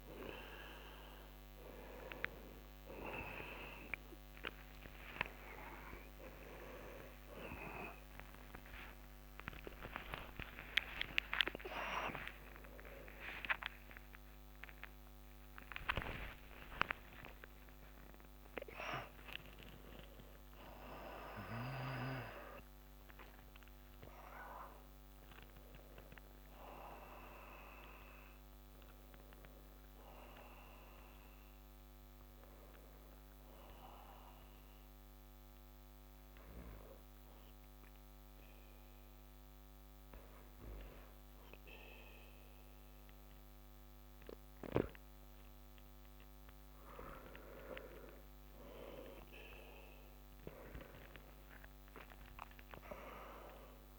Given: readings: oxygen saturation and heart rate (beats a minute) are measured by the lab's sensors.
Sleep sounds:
breathing in sleep by a microphone on the trachea; 1
6.50-11.50 s: arousal
14.00-44.00 s: new sleep stage, N1 (lightest sleep)
31.50-43.50 s: hypopnea (oxygen 95% before, 91% lowest)
44.00-48.50 s: arousal
44.00-53.99 s: new sleep stage, N2 (light sleep)
From the record:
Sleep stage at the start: N2 (light sleep); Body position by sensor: on the back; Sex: male

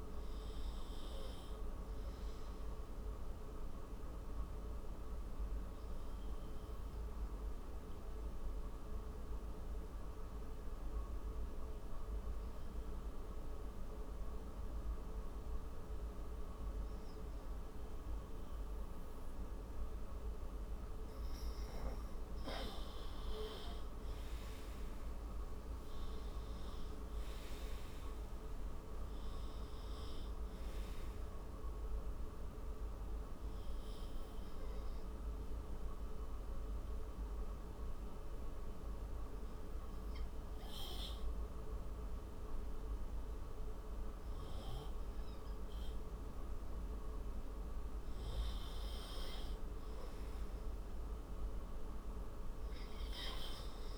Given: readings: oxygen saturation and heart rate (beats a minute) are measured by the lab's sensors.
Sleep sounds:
breathing in sleep, hard to hear, by a room microphone; 2
1.00-21.00 s: oxygen desaturation (device-marked, oxygen 96% before, 93% lowest)
4.50-20.50 s: obstructive apnea (oxygen 97% before, 93% lowest)
24.50-28.00 s: arousal
29.00-39.00 s: oxygen desaturation (device-marked, oxygen 98% before, 95% lowest)
33.50-47.00 s: hypopnea (oxygen 98% before, 93% lowest)
49.00-52.50 s: arousal
From the record:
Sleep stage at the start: N2 (light sleep); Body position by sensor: on the right side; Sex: male

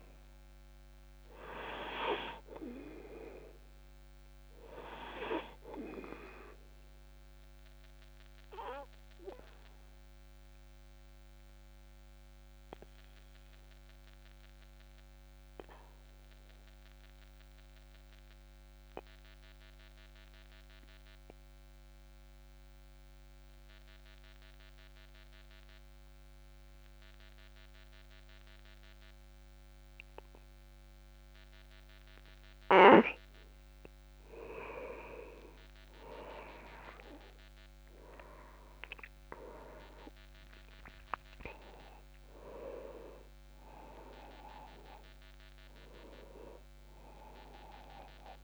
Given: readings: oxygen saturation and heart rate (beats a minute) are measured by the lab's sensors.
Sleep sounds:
breathing in sleep by a microphone on the trachea; 1
0.00-21.00 s: oxygen desaturation (device-marked, oxygen 94% lowest)
8.00-33.50 s: obstructive apnea (oxygen 99% before, 91% lowest)
36.00-40.00 s: arousal
36.00-48.44 s: oxygen desaturation (device-marked, oxygen 99% before, 91% lowest)
From the record:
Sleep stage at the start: N2 (light sleep); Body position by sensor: on the back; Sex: male

